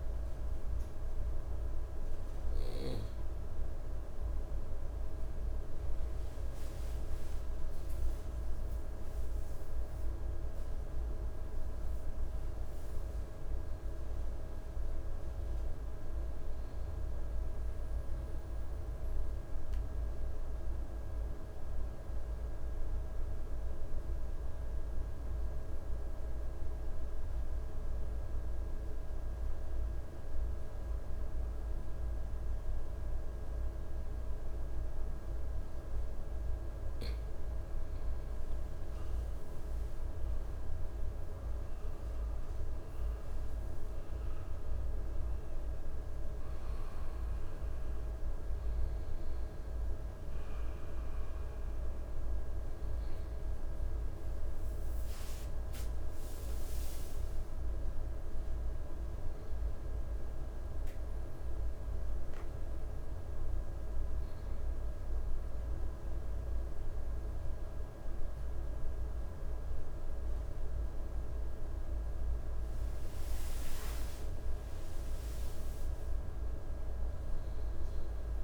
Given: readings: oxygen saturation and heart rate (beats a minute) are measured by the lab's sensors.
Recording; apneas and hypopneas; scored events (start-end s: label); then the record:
breathing in sleep, hard to hear, by a room microphone; 2
18.50-36.00 s: central apnea (oxygen 97% before, 94% lowest, heart rate 63 before, 58 extreme, up 12 after)
38.50-42.00 s: arousal
40.00-50.00 s: oxygen desaturation (device-marked, oxygen 98% before, 94% lowest, heart rate 60 before, 59 extreme)
54.50-58.00 s: arousal
62.00-73.00 s: hypopnea (oxygen 98% before, 95% lowest, heart rate 65 before, 58 extreme, up 8 after)
74.00-77.50 s: arousal
From the record:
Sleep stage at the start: N2 (light sleep); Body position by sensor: on the right side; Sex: male